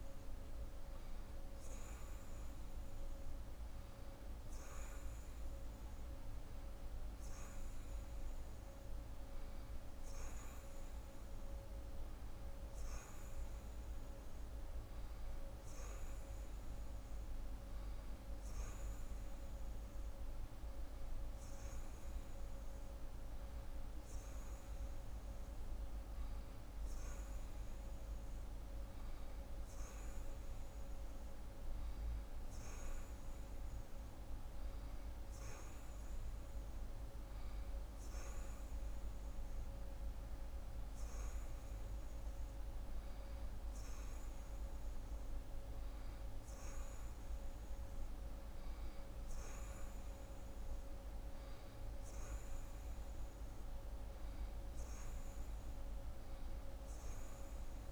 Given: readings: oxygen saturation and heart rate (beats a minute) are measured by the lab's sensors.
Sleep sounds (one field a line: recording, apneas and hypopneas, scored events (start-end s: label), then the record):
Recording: breathing in sleep, hard to hear, by a room microphone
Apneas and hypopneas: none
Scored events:
none scored
From the record:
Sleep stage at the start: N2 (light sleep)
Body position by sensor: on the right side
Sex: female